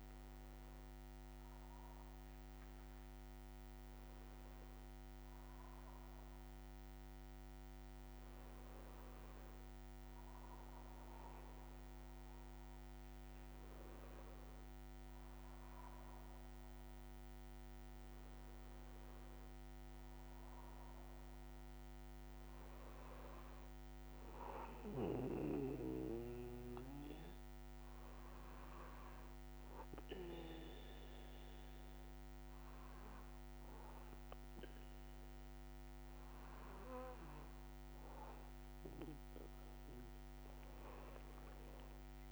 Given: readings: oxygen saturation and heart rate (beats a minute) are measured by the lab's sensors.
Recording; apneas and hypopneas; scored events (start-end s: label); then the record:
breathing in sleep by a microphone on the trachea; 1
0.00-3.50 s: oxygen desaturation (device-marked, oxygen 93% lowest)
24.50-37.50 s: obstructive apnea (oxygen 99% before, 93% lowest)
From the record:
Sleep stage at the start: N3 (deep sleep); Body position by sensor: on the back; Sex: male